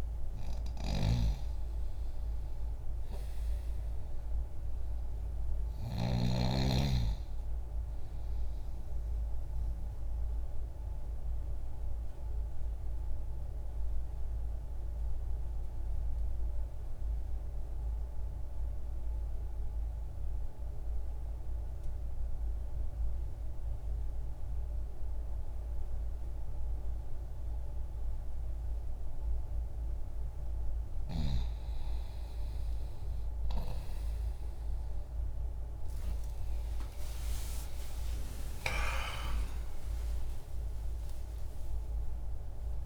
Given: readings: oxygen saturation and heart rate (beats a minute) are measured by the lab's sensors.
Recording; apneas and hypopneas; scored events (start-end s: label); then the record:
a person partly awake in a sleep study, by a room microphone; 1
0.00-3.50 s: arousal
10.50-30.00 s: obstructive apnea (oxygen 97% before, 87% lowest, heart rate 61 before, 60 extreme, up 26 after)
16.00-28.00 s: oxygen desaturation (device-marked, oxygen 95% before, 87% lowest, heart rate 61 before, 60 extreme)
22.00-42.86 s: new sleep stage, awake
33.00-42.00 s: oxygen desaturation (device-marked, oxygen 96% before, 92% lowest, heart rate 60 before, 66 extreme)
From the record:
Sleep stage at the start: N2 (light sleep); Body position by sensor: on the left side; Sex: male